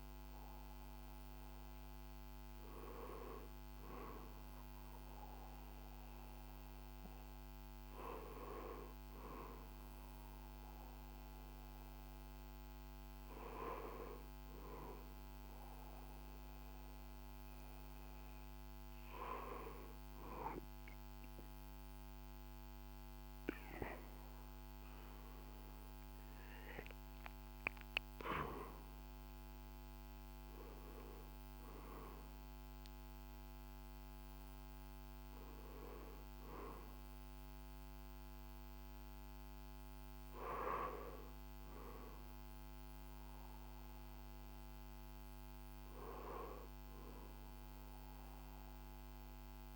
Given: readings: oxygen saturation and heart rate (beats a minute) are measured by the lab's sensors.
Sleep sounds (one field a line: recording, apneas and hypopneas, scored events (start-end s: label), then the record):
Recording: breathing in sleep by a microphone on the trachea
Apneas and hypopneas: none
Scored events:
none scored
From the record:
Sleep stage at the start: N1 (lightest sleep)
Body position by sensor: on the back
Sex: male